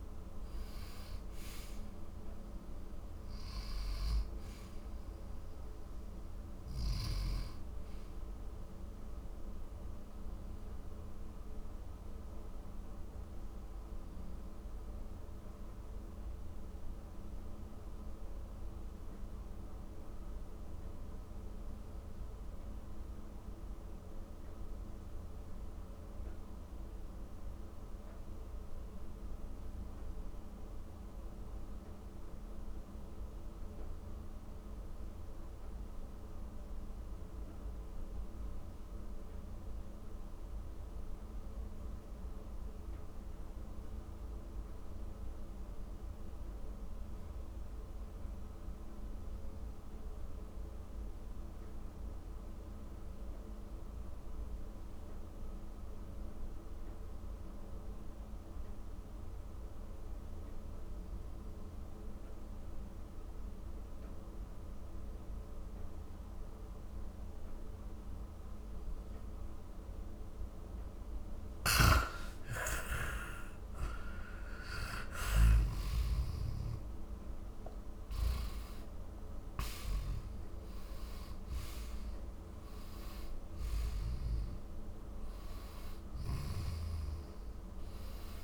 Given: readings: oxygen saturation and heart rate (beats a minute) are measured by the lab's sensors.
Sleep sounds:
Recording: breathing in sleep, hard to hear, by a room microphone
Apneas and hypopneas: 1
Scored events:
0.00-27.00 s: oxygen desaturation (device-marked, oxygen 83% lowest, heart rate 45 extreme)
10.00-72.00 s: mixed apnea (oxygen 94% before, 83% lowest, heart rate 67 before, 45 extreme, up 10 after)
55.00-88.44 s: oxygen desaturation (device-marked, oxygen 98% before, 84% lowest, heart rate 52 before, 42 extreme)
71.50-84.00 s: snoring (device-marked)
73.00-77.50 s: arousal
86.00-88.44 s: snoring (device-marked)
From the record:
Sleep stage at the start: N2 (light sleep)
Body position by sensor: on the back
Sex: male

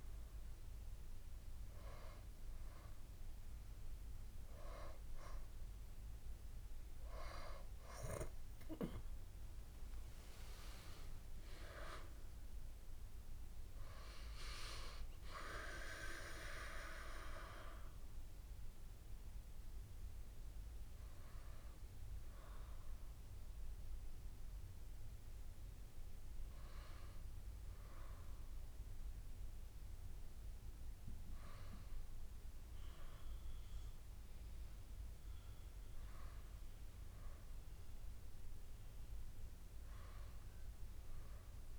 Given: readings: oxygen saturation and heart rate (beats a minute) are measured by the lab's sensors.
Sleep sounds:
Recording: breathing in sleep by a room microphone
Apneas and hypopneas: none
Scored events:
12.00-16.50 s: arousal
From the record:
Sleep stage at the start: N2 (light sleep)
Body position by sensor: on the back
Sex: female

